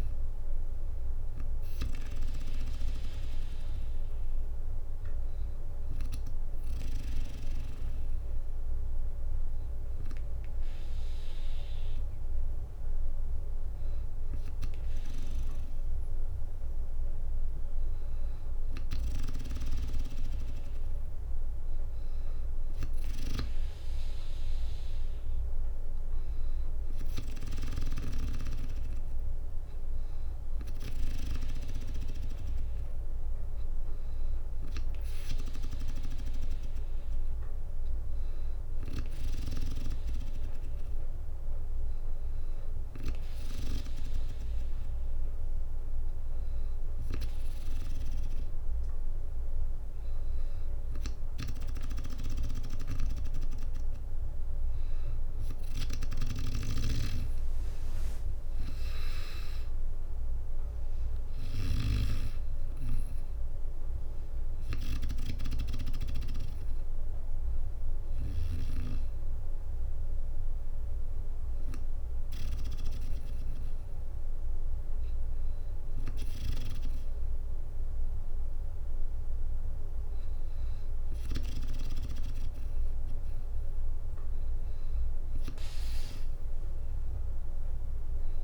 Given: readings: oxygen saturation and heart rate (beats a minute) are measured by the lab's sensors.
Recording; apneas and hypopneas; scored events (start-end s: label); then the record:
breathing in sleep by a room microphone; 1
0.00-2.50 s: arousal
0.00-13.50 s: bradycardia (device-marked, heart rate 58 extreme)
5.00-16.00 s: hypopnea (oxygen 97% before, 91% lowest, heart rate 65 before, 58 extreme, up 4 after)
18.50-21.00 s: arousal
21.50-34.50 s: oxygen desaturation (device-marked, oxygen 97% before, 94% lowest, heart rate 59 before, 61 extreme)
56.00-61.00 s: snoring (device-marked)
58.50-70.50 s: drop in pulse transit time (device-marked, heart rate 64 before, 61 extreme)
60.00-62.00 s: long interval between heartbeats (device-marked, heart rate 64 before, 74 extreme)
68.50-77.50 s: bradycardia (device-marked, heart rate 63 before, 58 extreme)
86.50-88.44 s: arousal
From the record:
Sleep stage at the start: N2 (light sleep); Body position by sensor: on the back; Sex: female